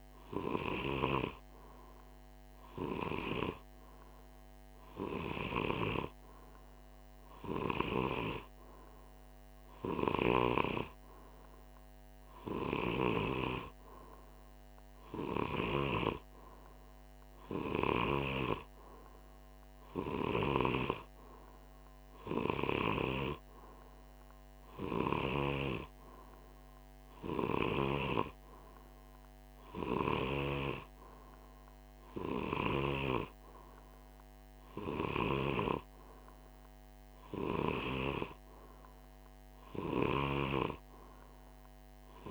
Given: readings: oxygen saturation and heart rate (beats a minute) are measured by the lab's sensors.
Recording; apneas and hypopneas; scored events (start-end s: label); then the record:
breathing in sleep by a microphone on the trachea; none
none scored
From the record:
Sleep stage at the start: N2 (light sleep); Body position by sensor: on the right side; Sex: male